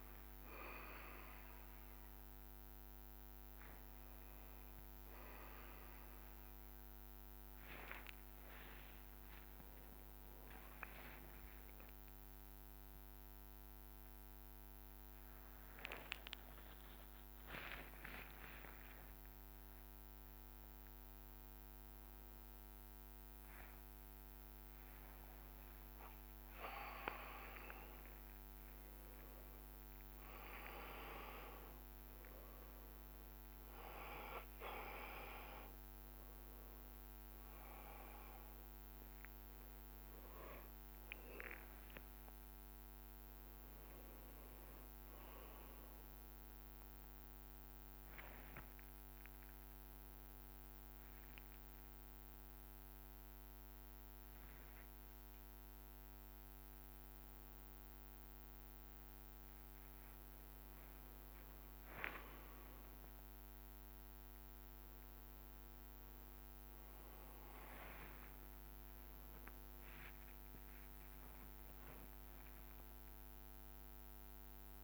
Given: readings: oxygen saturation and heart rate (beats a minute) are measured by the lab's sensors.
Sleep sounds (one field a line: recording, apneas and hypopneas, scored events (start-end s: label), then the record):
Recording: a person awake in a sleep study, by a microphone on the trachea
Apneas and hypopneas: none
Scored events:
0.00-1.50 s: drop in pulse transit time (device-marked, heart rate 33 extreme)
29.50-46.50 s: drop in pulse transit time (device-marked, heart rate 72 before, 58 extreme)
29.50-53.50 s: oxygen desaturation (device-marked, oxygen 95% before, 90% lowest, heart rate 72 before, 44 extreme)
32.00-34.00 s: long interval between heartbeats (device-marked, heart rate 71 before, 70 extreme)
43.50-51.50 s: bradycardia (device-marked, heart rate 59 before, 53 extreme)
44.00-46.00 s: long interval between heartbeats (device-marked, heart rate 67 before, 70 extreme)
50.00-52.00 s: long interval between heartbeats (device-marked, heart rate 64 before, 53 extreme)
52.50-66.50 s: bradycardia (device-marked, heart rate 58 before, 44 extreme)
56.00-58.00 s: long interval between heartbeats (device-marked, heart rate 60 before, 59 extreme)
59.00-61.00 s: long interval between heartbeats (device-marked, heart rate 60 before, 59 extreme)
60.50-68.50 s: drop in pulse transit time (device-marked, heart rate 60 before, 44 extreme)
65.50-67.50 s: long interval between heartbeats (device-marked, heart rate 55 before, 53 extreme)
68.00-70.00 s: long interval between heartbeats (device-marked, heart rate 54 before, 55 extreme)
72.50-74.84 s: drop in pulse transit time (device-marked, heart rate 56 before, 63 extreme)
From the record:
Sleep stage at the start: awake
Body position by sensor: upright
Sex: male